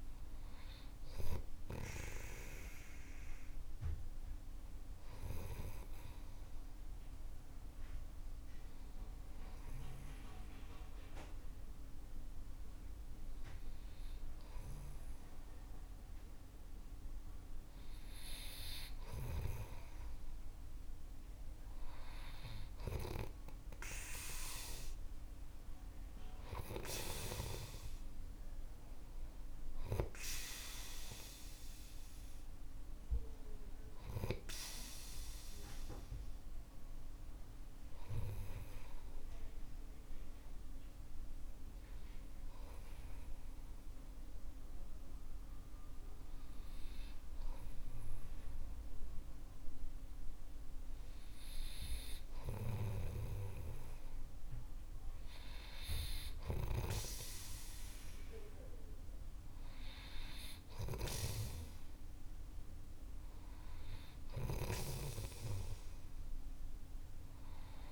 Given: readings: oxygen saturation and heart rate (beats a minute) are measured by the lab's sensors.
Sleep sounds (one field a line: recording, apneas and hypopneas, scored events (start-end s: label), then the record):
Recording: breathing in sleep by a room microphone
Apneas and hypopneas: 2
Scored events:
7.00-19.50 s: hypopnea (oxygen 96% before, 93% lowest, heart rate 54 before, 51 extreme, up 3 after)
19.50-23.50 s: snoring (device-marked)
22.50-26.50 s: arousal
37.00-50.50 s: hypopnea (oxygen 95% before, 94% lowest, heart rate 53 before, 50 extreme, up 3 after)
53.00-56.00 s: arousal
61.00-67.92 s: snoring (device-marked)
From the record:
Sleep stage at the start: N2 (light sleep)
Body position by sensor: on the right side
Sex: male